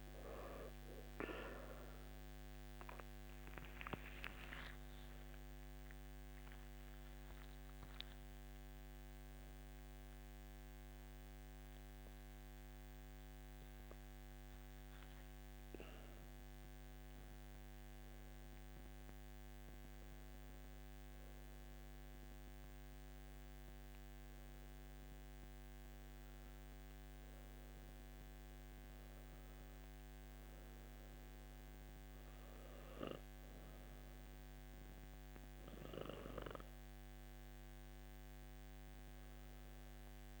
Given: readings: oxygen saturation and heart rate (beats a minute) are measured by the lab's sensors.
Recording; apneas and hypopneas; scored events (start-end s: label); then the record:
breathing in sleep by a microphone on the trachea; 1
4.00-8.00 s: arousal
14.00-40.40 s: new sleep stage, N3 (deep sleep)
18.50-29.50 s: obstructive apnea (oxygen 96% before, 94% lowest, heart rate 62 before, 55 extreme, up 0 after)
From the record:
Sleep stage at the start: N2 (light sleep); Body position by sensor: on the back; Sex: male